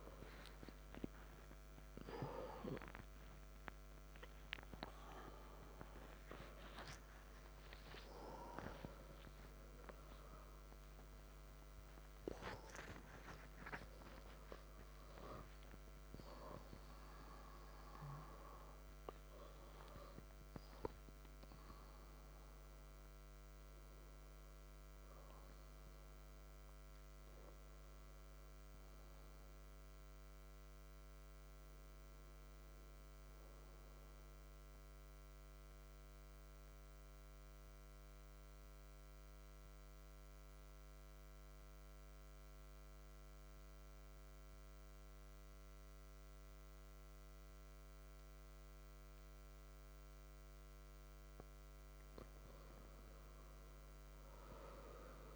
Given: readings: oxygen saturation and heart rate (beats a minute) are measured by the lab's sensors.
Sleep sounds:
a person partly awake in a sleep study, by a microphone on the trachea; 1
21.50-51.50 s: new sleep stage, N1 (lightest sleep)
34.50-51.00 s: central apnea (oxygen 98% before, 93% lowest, heart rate 91 before, 61 extreme, up 4 after)
51.50-55.36 s: new sleep stage, N2 (light sleep)
52.00-55.36 s: arousal
From the record:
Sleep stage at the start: awake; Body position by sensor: on the back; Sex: male

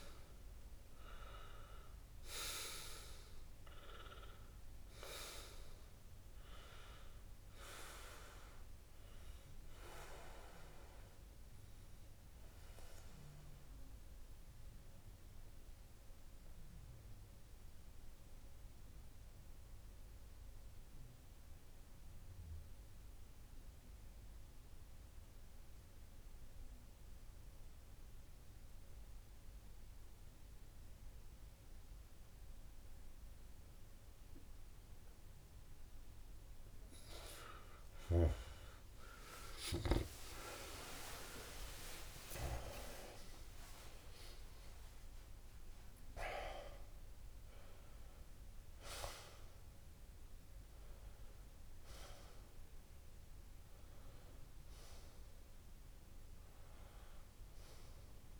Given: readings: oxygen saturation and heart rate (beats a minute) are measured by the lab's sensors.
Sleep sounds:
breathing in sleep by a room microphone; 1
12.00-37.00 s: obstructive apnea (oxygen 98% before, 95% lowest, heart rate 31 before, 36 extreme, up 31 after)
13.50-15.50 s: long interval between heartbeats (device-marked)
22.50-24.50 s: long interval between heartbeats (device-marked)
24.00-28.00 s: tachycardia (device-marked)
24.50-26.50 s: long interval between heartbeats (device-marked)
28.50-30.50 s: long interval between heartbeats (device-marked, heart rate 44 before, 126 extreme)
34.00-40.00 s: tachycardia (device-marked)
36.00-38.00 s: long interval between heartbeats (device-marked, heart rate 76 before, 92 extreme)
39.50-45.00 s: arousal
40.50-42.50 s: long interval between heartbeats (device-marked, heart rate 89 before, 104 extreme)
42.00-58.40 s: tachycardia (device-marked)
43.00-45.00 s: long interval between heartbeats (device-marked, heart rate 99 before, 83 extreme)
47.50-49.50 s: long interval between heartbeats (device-marked, heart rate 103 before, 128 extreme)
49.50-51.50 s: long interval between heartbeats (device-marked, heart rate 104 before, 149 extreme)
51.50-53.50 s: long interval between heartbeats (device-marked, heart rate 107 before, 153 extreme)
55.50-57.50 s: long interval between heartbeats (device-marked, heart rate 120 before, 153 extreme)
From the record:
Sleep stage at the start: N2 (light sleep); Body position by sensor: on the back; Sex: male

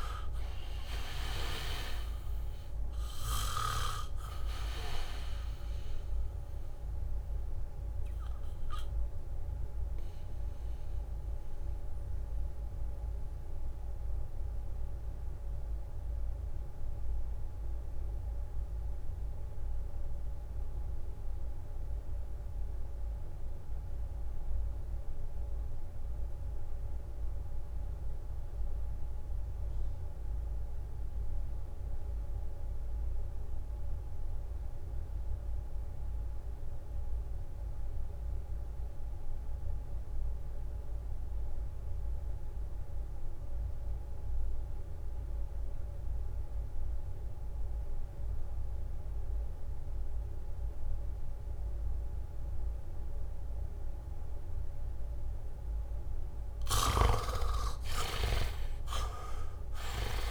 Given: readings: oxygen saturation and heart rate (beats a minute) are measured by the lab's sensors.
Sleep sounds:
breathing in sleep by a room microphone; 1
0.00-1.00 s: leg movement (device-marked)
0.00-20.00 s: oxygen desaturation (device-marked, oxygen 76% lowest, heart rate 61 extreme)
3.50-11.50 s: leg movement (device-marked)
8.00-55.50 s: mixed apnea (oxygen 99% before, 64% lowest, heart rate 72 before, 55 extreme, up 19 after)
16.00-60.31 s: new sleep stage, REM sleep
26.00-60.31 s: oxygen desaturation (device-marked, oxygen 99% before, 64% lowest, heart rate 78 before, 55 extreme)
49.00-55.00 s: bradycardia (device-marked, heart rate 73 before, 56 extreme)
53.00-54.50 s: leg movement (device-marked)
58.00-60.31 s: arousal
From the record:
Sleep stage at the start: N2 (light sleep); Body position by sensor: on the back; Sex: male

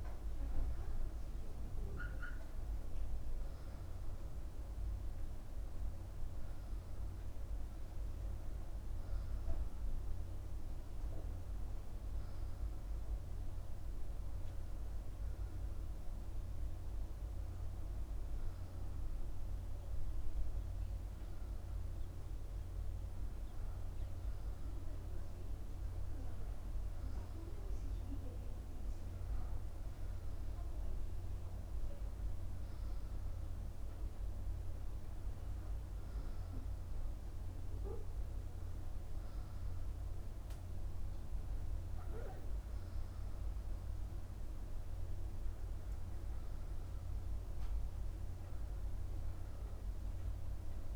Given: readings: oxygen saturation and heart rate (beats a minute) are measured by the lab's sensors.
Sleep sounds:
breathing in sleep, hard to hear, by a room microphone; none
none scored
From the record:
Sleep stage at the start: N2 (light sleep); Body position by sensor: upright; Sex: male

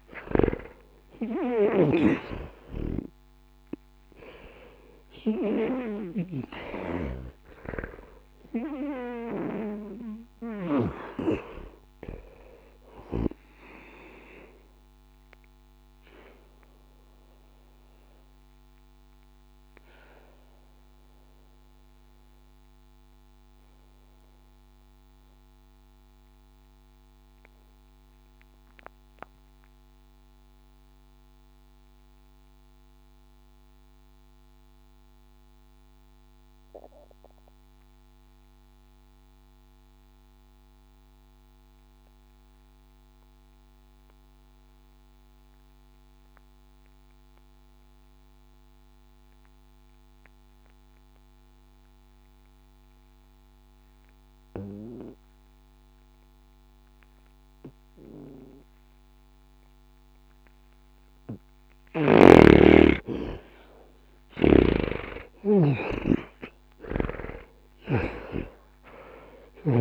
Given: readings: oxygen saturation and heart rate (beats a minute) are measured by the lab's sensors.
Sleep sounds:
breathing in sleep by a microphone on the trachea; 1
0.00-36.50 s: oxygen desaturation (device-marked, oxygen 76% lowest, heart rate 60 extreme)
15.00-59.50 s: obstructive apnea (oxygen 94% before, 75% lowest, heart rate 69 before, 60 extreme, up 0 after)
55.50-69.81 s: oxygen desaturation (device-marked, oxygen 99% before, 75% lowest, heart rate 60 before, 60 extreme)
64.00-69.81 s: snoring (device-marked)
From the record:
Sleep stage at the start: N2 (light sleep); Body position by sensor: on the back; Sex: male

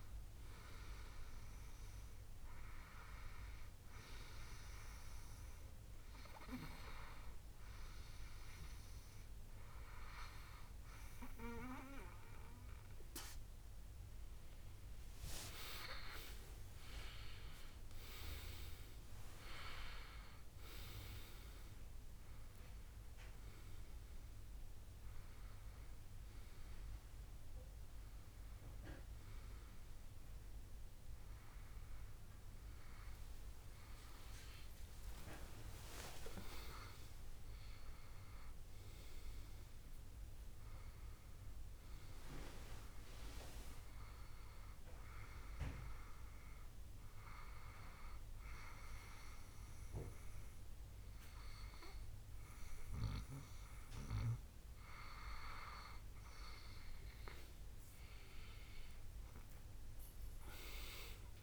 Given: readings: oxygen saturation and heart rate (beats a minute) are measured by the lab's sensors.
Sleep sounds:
breathing in sleep by a room microphone; 2
3.00-15.50 s: hypopnea (oxygen 99% before, 94% lowest, heart rate 74 before, 63 extreme, up 13 after)
16.50-20.00 s: arousal
38.00-41.00 s: arousal
43.50-55.50 s: hypopnea (oxygen 97% before, 93% lowest, heart rate 72 before, 61 extreme, up 24 after)
59.00-61.43 s: arousal
From the record:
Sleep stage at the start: N1 (lightest sleep); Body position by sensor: on the back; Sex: male

